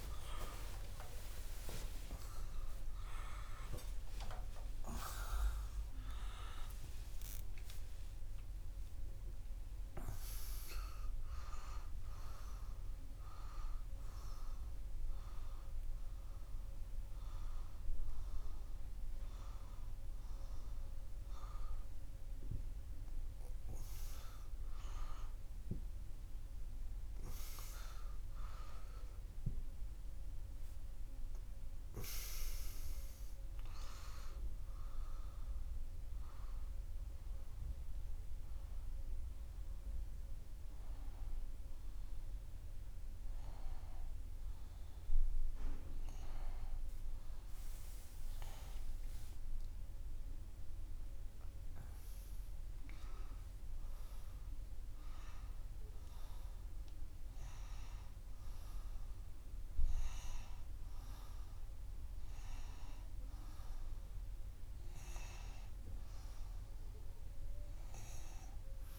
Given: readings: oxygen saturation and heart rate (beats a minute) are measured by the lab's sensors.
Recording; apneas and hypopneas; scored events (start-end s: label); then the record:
a person awake in a sleep study, by a room microphone; none
48.00-68.99 s: new sleep stage, N1 (lightest sleep)
From the record:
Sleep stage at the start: awake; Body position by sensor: on the right side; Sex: male